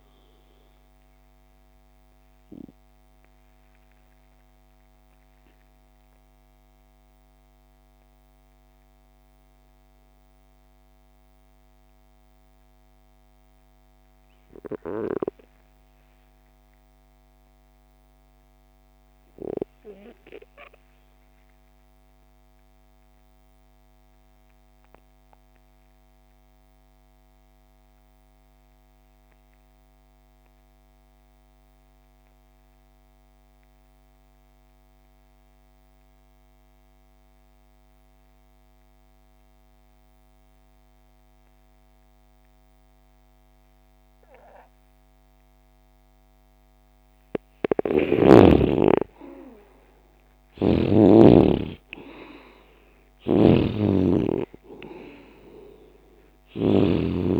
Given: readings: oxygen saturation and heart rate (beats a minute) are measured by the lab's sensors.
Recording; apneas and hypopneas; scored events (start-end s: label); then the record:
breathing in sleep by a microphone on the trachea; 2
0.00-16.00 s: oxygen desaturation (device-marked, oxygen 87% lowest)
2.00-13.00 s: central apnea (oxygen 98% before, 76% lowest)
16.00-19.00 s: arousal
23.50-46.50 s: obstructive apnea (oxygen 98% before, 76% lowest)
26.00-57.40 s: oxygen desaturation (device-marked, oxygen 98% before, 76% lowest)
48.50-52.50 s: arousal
50.00-56.50 s: snoring (device-marked)
From the record:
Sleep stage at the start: REM sleep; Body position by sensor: on the left side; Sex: male